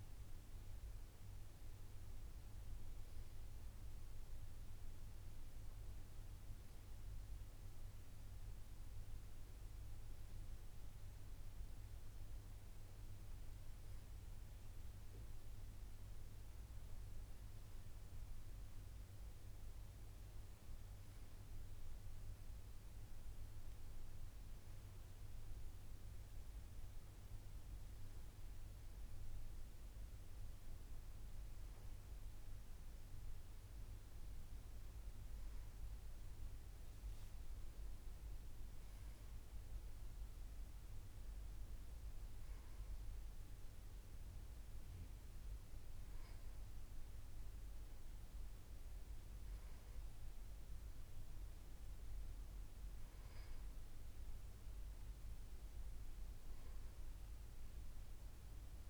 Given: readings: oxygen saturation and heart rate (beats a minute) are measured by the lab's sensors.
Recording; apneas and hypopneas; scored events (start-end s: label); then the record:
breathing in sleep, hard to hear, by a room microphone; none
none scored
From the record:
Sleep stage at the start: N2 (light sleep); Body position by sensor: on the back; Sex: male